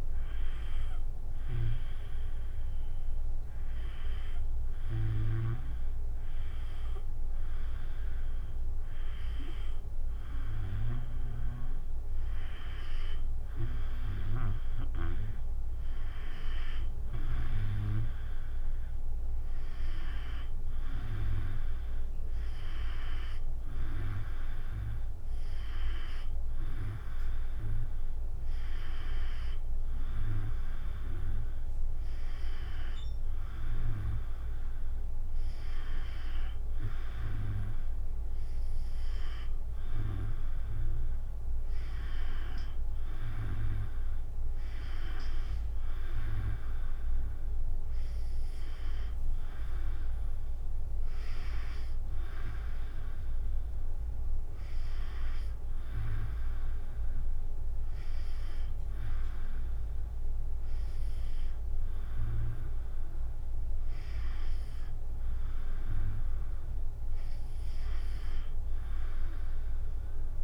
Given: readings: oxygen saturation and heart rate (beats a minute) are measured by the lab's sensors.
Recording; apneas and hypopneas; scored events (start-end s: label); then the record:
breathing in sleep by a room microphone; none
0.00-1.00 s: drop in pulse transit time (device-marked, heart rate 77 extreme)
0.00-7.00 s: oxygen desaturation (device-marked, oxygen 93% lowest, heart rate 59 extreme)
From the record:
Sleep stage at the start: N2 (light sleep); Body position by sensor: on the back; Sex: female